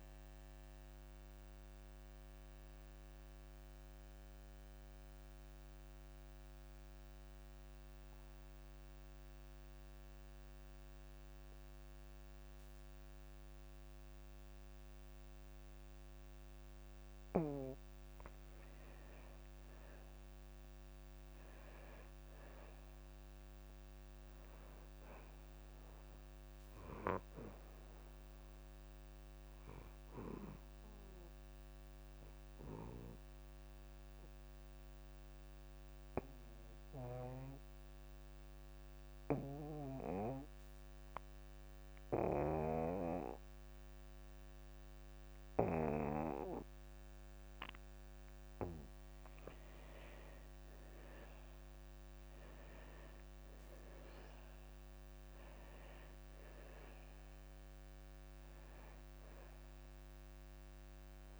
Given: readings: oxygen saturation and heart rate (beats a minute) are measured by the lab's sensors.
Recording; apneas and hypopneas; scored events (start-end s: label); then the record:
breathing in sleep by a microphone on the trachea; 2
0.00-19.00 s: oxygen desaturation (device-marked, oxygen 87% lowest)
6.00-19.00 s: central apnea (oxygen 95% before, 84% lowest)
10.00-12.00 s: long interval between heartbeats (device-marked)
18.00-20.00 s: long interval between heartbeats (device-marked)
21.00-23.00 s: long interval between heartbeats (device-marked)
21.50-25.00 s: arousal
24.00-26.00 s: long interval between heartbeats (device-marked, heart rate 30 before, 39 extreme)
31.50-50.00 s: mixed apnea (oxygen 97% before, 84% lowest)
33.00-48.00 s: oxygen desaturation (device-marked, oxygen 97% before, 91% lowest)
34.50-36.50 s: long interval between heartbeats (device-marked, heart rate 36 before, 37 extreme)
38.00-40.00 s: long interval between heartbeats (device-marked, heart rate 37 before, 46 extreme)
49.50-51.50 s: long interval between heartbeats (device-marked, heart rate 38 before, 58 extreme)
52.00-55.50 s: arousal
55.00-61.40 s: oxygen desaturation (device-marked, oxygen 95% before, 84% lowest)
From the record:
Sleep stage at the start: N2 (light sleep); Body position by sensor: on the back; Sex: male